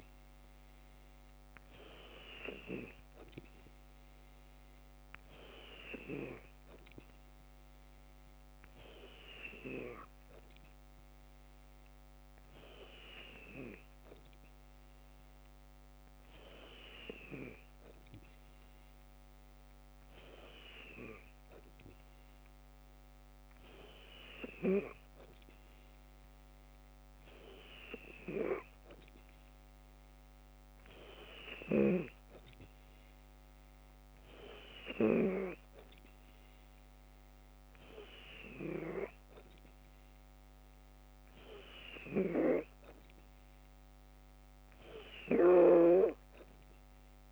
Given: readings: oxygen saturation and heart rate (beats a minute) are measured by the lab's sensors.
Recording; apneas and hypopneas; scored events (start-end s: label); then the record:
breathing in sleep by a microphone on the trachea; none
none scored
From the record:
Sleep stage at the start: N2 (light sleep); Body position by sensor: on the left side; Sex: female